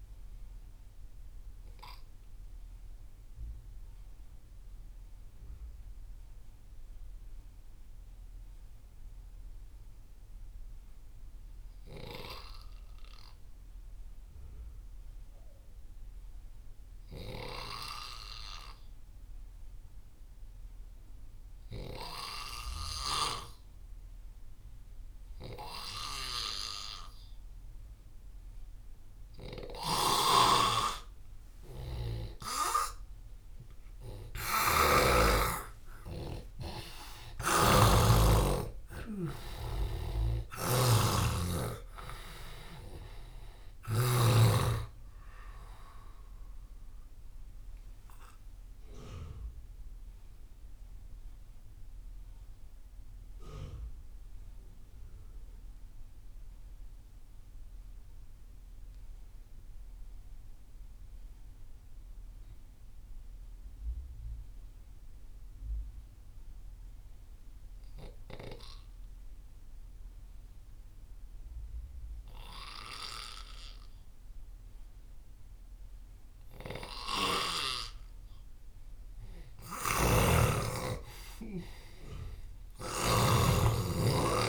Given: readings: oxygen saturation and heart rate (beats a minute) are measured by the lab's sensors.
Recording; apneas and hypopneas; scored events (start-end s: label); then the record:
breathing in sleep by a room microphone; 2
0.00-16.00 s: oxygen desaturation (device-marked, oxygen 89% lowest)
1.00-32.00 s: mixed apnea (oxygen 97% before, 88% lowest)
26.00-60.00 s: oxygen desaturation (device-marked, oxygen 98% before, 88% lowest)
29.50-37.50 s: snoring (device-marked)
34.00-37.00 s: arousal
39.50-44.00 s: snoring (device-marked)
47.00-79.00 s: mixed apnea (oxygen 98% before, 88% lowest)
75.00-84.49 s: oxygen desaturation (device-marked, oxygen 98% before, 88% lowest)
79.50-84.49 s: snoring (device-marked)
80.50-84.49 s: arousal
From the record:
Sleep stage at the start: N2 (light sleep); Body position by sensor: on the left side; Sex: male